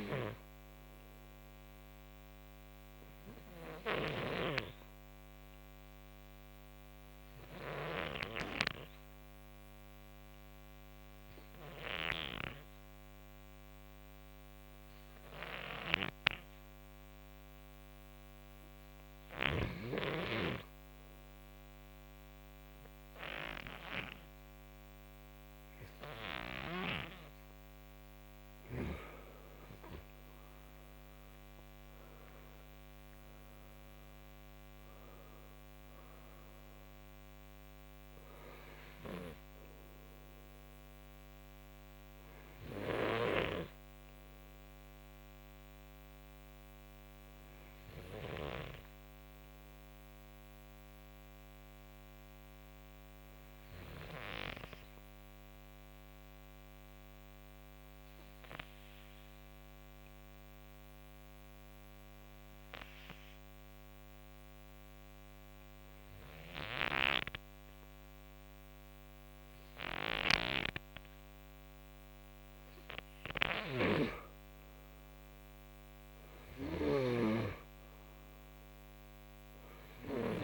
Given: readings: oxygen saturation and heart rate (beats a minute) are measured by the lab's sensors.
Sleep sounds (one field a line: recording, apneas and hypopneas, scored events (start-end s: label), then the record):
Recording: breathing in sleep by a microphone on the trachea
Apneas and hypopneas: 2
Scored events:
0.00-6.00 s: oxygen desaturation (device-marked, oxygen 93% lowest, heart rate 60 extreme)
6.00-28.50 s: hypopnea (oxygen 96% before, 92% lowest, heart rate 64 before, 57 extreme, up 11 after)
23.00-42.00 s: oxygen desaturation (device-marked, oxygen 95% before, 92% lowest, heart rate 65 before, 57 extreme)
29.50-33.50 s: arousal
45.00-71.00 s: obstructive apnea (oxygen 95% before, 92% lowest, heart rate 69 before, 57 extreme, up 6 after)
73.00-76.50 s: snoring (device-marked)
73.50-78.00 s: arousal
78.00-80.44 s: oxygen desaturation (device-marked, oxygen 97% before, 93% lowest, heart rate 66 before, 62 extreme)
From the record:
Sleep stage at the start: N2 (light sleep)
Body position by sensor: on the front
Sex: male